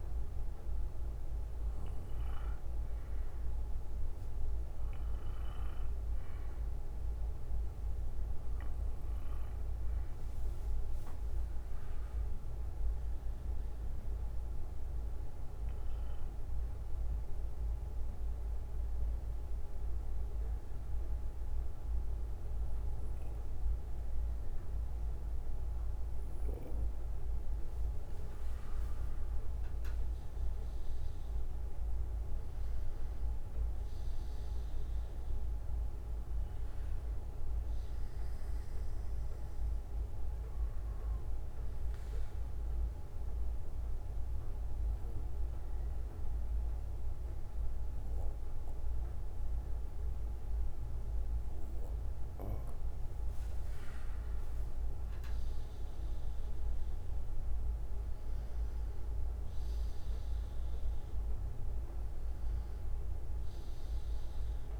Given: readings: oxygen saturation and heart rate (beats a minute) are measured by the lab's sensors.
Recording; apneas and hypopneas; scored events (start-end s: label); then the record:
breathing in sleep, hard to hear, by a room microphone; 3
0.50-10.50 s: obstructive apnea (oxygen 95% before, 93% lowest, heart rate 58 before, 50 extreme, up 8 after)
12.00-15.00 s: arousal
14.50-17.50 s: bradycardia (device-marked, heart rate 61 before, 59 extreme)
17.50-28.50 s: obstructive apnea (oxygen 95% before, 93% lowest, heart rate 61 before, 53 extreme, up 20 after)
19.50-25.50 s: bradycardia (device-marked, heart rate 61 before, 50 extreme)
32.00-35.50 s: arousal
39.50-45.50 s: bradycardia (device-marked, heart rate 61 before, 54 extreme)
42.50-54.50 s: obstructive apnea (oxygen 96% before, 93% lowest, heart rate 62 before, 56 extreme, up 16 after)
46.50-51.50 s: bradycardia (device-marked, heart rate 61 before, 53 extreme)
56.50-60.50 s: arousal
From the record:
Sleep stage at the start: N2 (light sleep); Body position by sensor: on the back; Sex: male